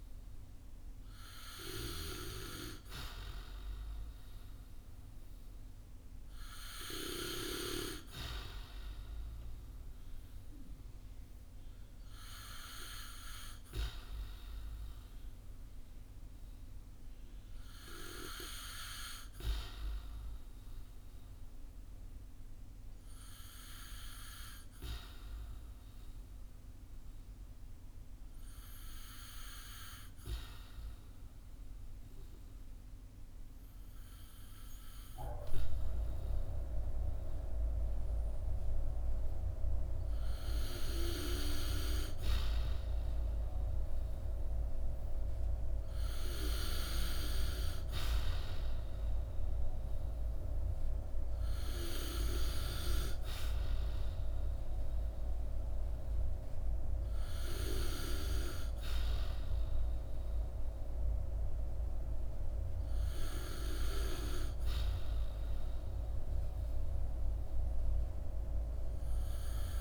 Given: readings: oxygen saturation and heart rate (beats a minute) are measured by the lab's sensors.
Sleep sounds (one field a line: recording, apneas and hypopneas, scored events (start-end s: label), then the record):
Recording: breathing in sleep by a room microphone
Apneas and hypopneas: 1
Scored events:
21.50-40.50 s: hypopnea (oxygen 95% before, 92% lowest, heart rate 59 before, 56 extreme, up 9 after)
42.00-46.00 s: arousal
From the record:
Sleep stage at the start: N2 (light sleep)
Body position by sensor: on the back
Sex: male